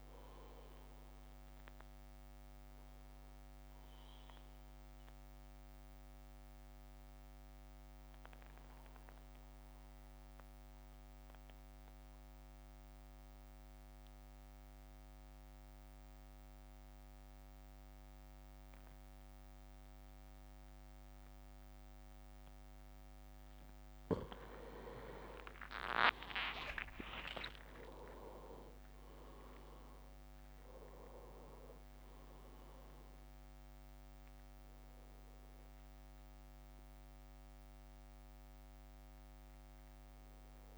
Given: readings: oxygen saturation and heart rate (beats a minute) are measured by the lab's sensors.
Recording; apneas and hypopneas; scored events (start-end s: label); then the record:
breathing in sleep by a microphone on the trachea; 1
0.00-15.50 s: oxygen desaturation (device-marked, oxygen 95% lowest, heart rate 52 extreme)
3.00-24.00 s: obstructive apnea (oxygen 100% before, 95% lowest, heart rate 57 before, 52 extreme, up 7 after)
26.00-30.00 s: arousal
26.50-39.50 s: drop in pulse transit time (device-marked, heart rate 55 before, 53 extreme)
27.50-30.00 s: leg movement (device-marked)
28.50-38.50 s: oxygen desaturation (device-marked, oxygen 99% before, 95% lowest, heart rate 55 before, 52 extreme)
From the record:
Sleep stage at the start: N2 (light sleep); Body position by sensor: on the back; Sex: male